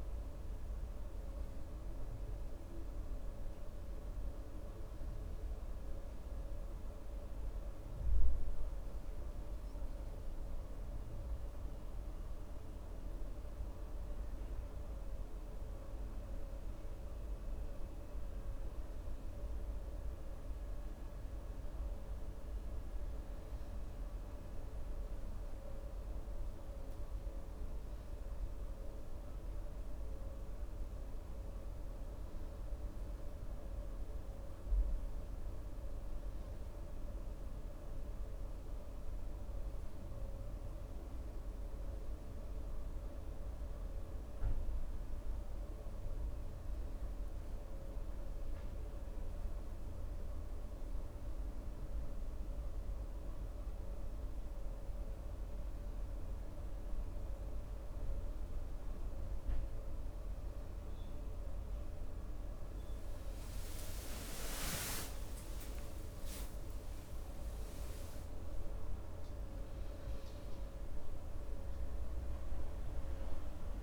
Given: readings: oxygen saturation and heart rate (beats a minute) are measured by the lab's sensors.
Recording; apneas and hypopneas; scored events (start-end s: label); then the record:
breathing in sleep, hard to hear, by a room microphone; none
65.00-70.00 s: arousal
From the record:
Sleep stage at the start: N2 (light sleep); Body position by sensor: on the right side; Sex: male